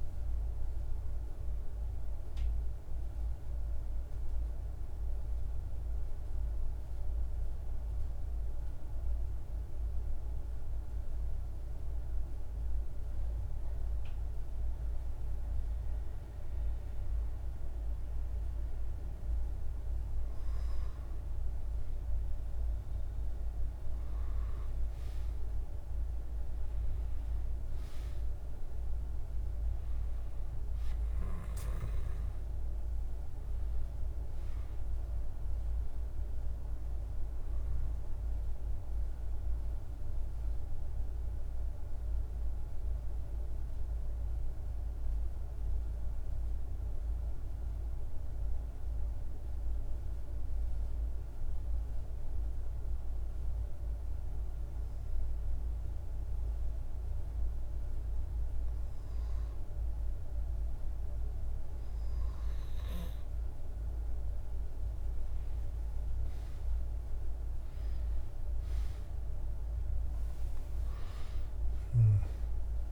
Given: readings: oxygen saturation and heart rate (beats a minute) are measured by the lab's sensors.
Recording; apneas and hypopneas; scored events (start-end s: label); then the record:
breathing in sleep, hard to hear, by a room microphone; 2
0.00-11.00 s: oxygen desaturation (device-marked, oxygen 93% lowest, heart rate 51 extreme)
2.50-15.00 s: mixed apnea (oxygen 97% before, 92% lowest, heart rate 63 before, 51 extreme, up 2 after)
17.50-21.50 s: arousal
22.00-45.00 s: oxygen desaturation (device-marked, oxygen 99% before, 92% lowest, heart rate 53 before, 49 extreme)
44.50-58.00 s: obstructive apnea (oxygen 99% before, 92% lowest, heart rate 51 before, 50 extreme, up 1 after)
63.00-72.92 s: oxygen desaturation (device-marked, oxygen 98% before, 92% lowest, heart rate 50 before, 49 extreme)
65.50-70.00 s: arousal
From the record:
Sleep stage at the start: N2 (light sleep); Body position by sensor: on the back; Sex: male